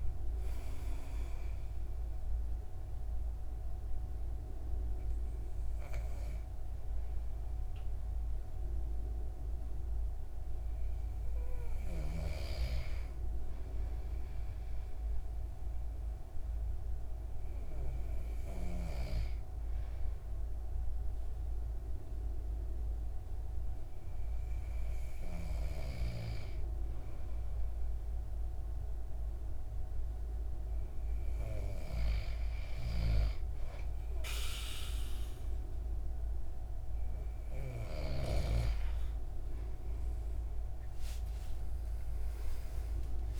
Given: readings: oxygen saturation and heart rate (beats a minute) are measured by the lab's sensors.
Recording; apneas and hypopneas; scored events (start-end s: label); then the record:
breathing in sleep by a room microphone; 1
0.00-1.50 s: arousal
16.00-30.00 s: hypopnea (oxygen 96% before, 94% lowest, heart rate 81 before, 66 extreme, up 5 after)
40.00-43.40 s: arousal
From the record:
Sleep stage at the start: N2 (light sleep); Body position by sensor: on the back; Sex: male